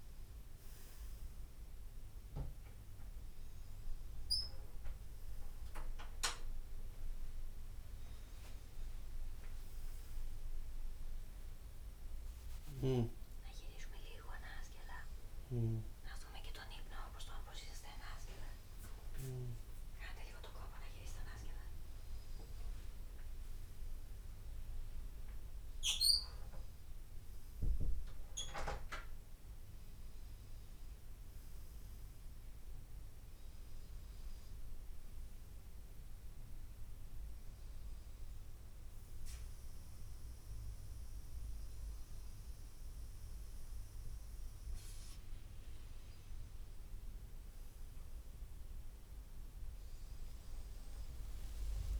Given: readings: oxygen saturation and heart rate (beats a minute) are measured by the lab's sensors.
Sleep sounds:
breathing in sleep by a room microphone; none
5.50-9.00 s: arousal
12.00-19.00 s: snoring (device-marked)
16.50-46.50 s: new sleep stage, N1 (lightest sleep)
46.50-51.99 s: new sleep stage, awake
From the record:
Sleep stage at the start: N2 (light sleep); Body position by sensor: on the front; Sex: male

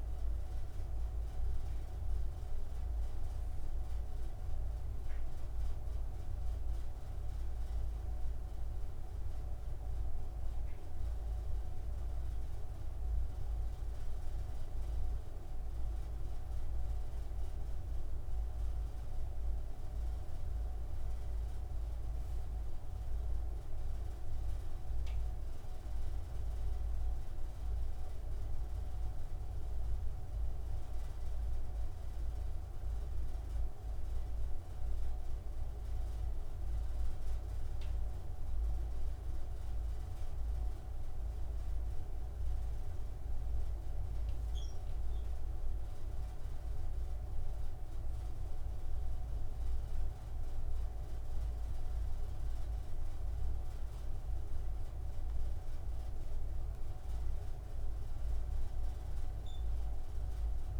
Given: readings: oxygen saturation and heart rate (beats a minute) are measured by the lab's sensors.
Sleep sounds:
breathing in sleep, hard to hear, by a room microphone; none
40.50-46.00 s: arousal
From the record:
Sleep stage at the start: N2 (light sleep); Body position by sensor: on the front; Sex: male

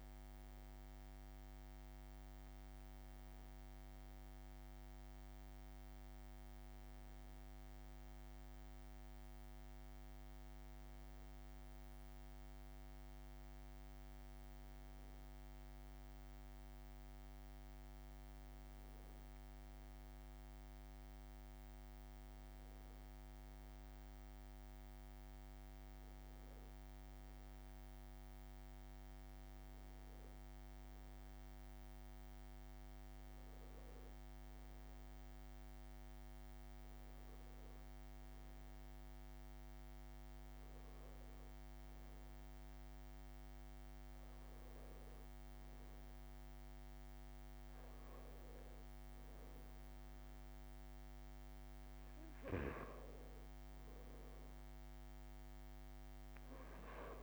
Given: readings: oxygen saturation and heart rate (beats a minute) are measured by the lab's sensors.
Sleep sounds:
breathing in sleep, hard to hear, by a microphone on the trachea; none
29.50-31.50 s: long interval between heartbeats (device-marked)
32.00-34.00 s: long interval between heartbeats (device-marked)
52.00-54.00 s: long interval between heartbeats (device-marked)
From the record:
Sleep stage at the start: REM sleep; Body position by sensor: on the back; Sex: male

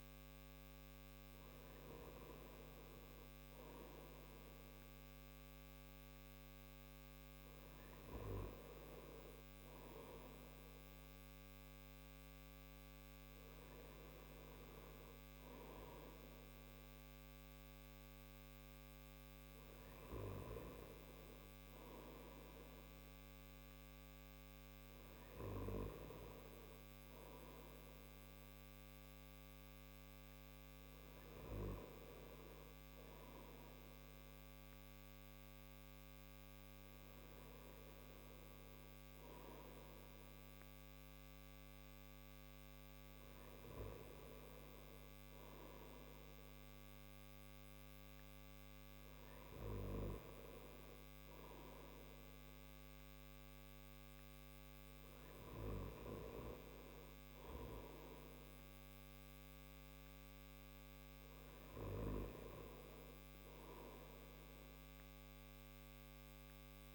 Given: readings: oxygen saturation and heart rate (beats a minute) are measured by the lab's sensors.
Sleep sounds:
breathing in sleep by a microphone on the trachea; none
none scored
From the record:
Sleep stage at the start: N1 (lightest sleep); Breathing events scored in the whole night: 29 in 6.0 hours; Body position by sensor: on the back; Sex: male

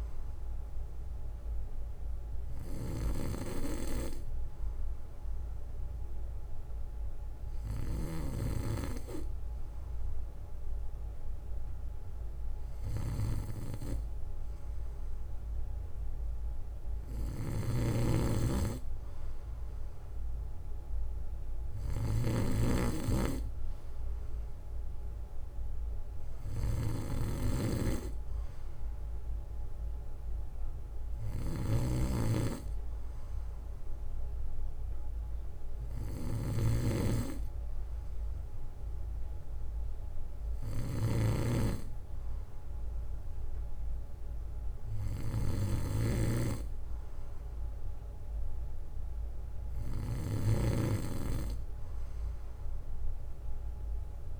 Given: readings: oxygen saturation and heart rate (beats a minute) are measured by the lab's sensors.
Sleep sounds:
breathing in sleep by a room microphone; none
17.00-54.40 s: snoring (device-marked)
From the record:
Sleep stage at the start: N2 (light sleep); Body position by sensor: on the back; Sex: male

